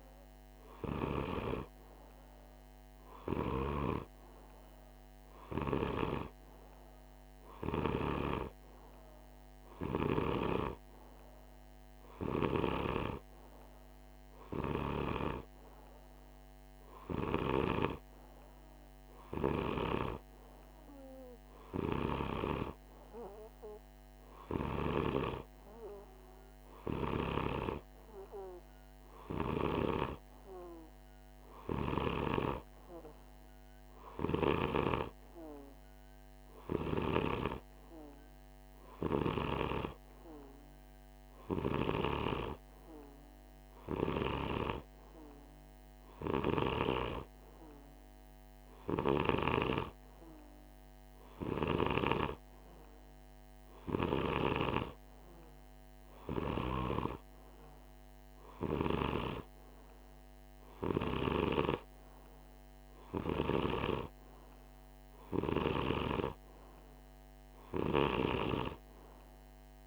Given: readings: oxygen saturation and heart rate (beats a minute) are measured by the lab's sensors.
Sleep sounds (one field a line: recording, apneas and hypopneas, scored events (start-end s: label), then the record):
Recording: breathing in sleep by a microphone on the trachea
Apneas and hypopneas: none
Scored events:
none scored
From the record:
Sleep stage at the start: N2 (light sleep)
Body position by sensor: on the right side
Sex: male